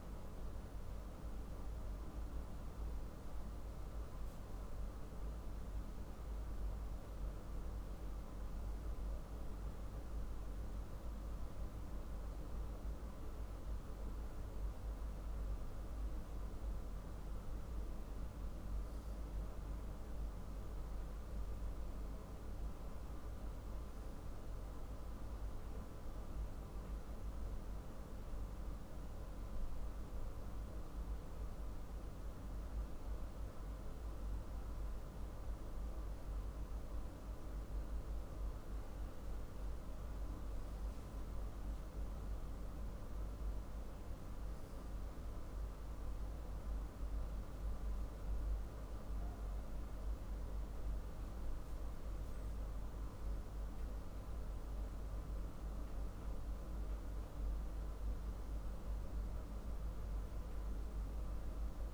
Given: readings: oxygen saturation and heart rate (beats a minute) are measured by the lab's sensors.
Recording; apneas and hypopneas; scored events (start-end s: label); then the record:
breathing in sleep, hard to hear, by a room microphone; none
none scored
From the record:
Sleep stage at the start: N2 (light sleep); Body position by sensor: on the back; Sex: male